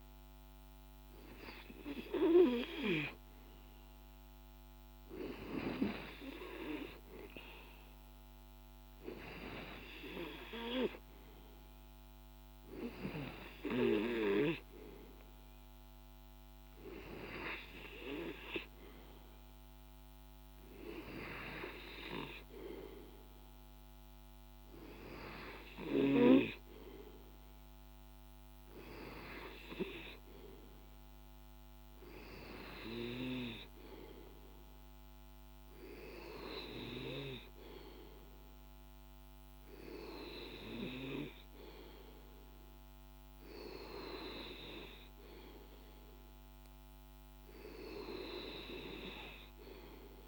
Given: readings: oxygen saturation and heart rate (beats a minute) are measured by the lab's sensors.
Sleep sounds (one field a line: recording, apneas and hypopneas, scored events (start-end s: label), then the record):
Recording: breathing in sleep by a microphone on the trachea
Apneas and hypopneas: none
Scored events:
none scored
From the record:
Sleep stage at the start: N2 (light sleep)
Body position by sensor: on the back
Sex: male